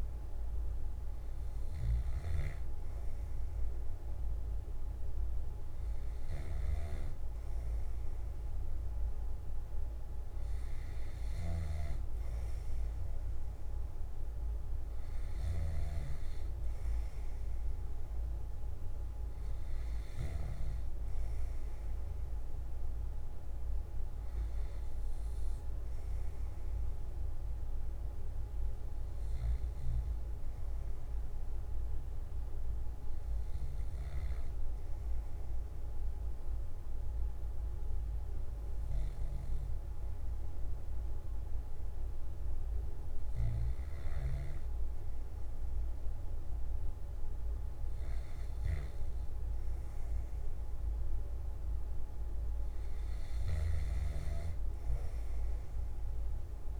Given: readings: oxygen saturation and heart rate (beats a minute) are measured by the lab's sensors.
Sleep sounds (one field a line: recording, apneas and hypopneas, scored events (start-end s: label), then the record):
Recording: breathing in sleep, hard to hear, by a room microphone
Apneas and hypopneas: none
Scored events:
none scored
From the record:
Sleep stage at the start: N3 (deep sleep)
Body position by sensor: on the left side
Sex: male